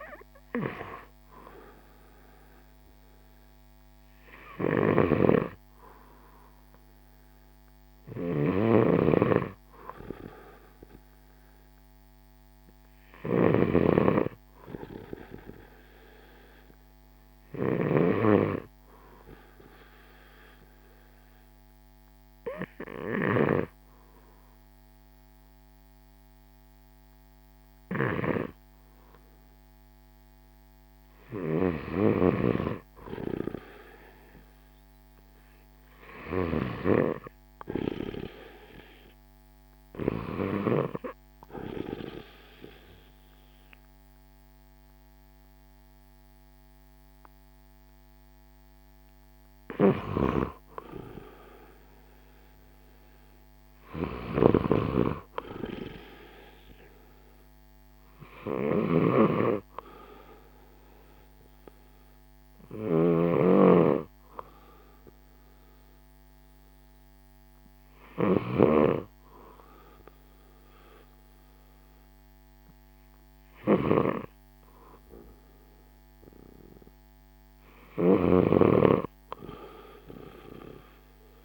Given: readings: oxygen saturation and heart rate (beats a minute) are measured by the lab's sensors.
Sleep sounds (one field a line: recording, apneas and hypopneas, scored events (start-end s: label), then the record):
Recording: breathing in sleep by a microphone on the trachea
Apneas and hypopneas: 1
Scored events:
4.50-36.50 s: snoring (device-marked)
17.00-30.50 s: hypopnea (oxygen 95% before, 89% lowest, heart rate 60 before, 59 extreme, up 5 after)
32.00-36.00 s: arousal
49.50-65.50 s: oxygen desaturation (device-marked, oxygen 93% before, 89% lowest, heart rate 62 before, 59 extreme)
49.50-68.50 s: snoring (device-marked)
From the record:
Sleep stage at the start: N2 (light sleep)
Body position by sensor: on the left side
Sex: male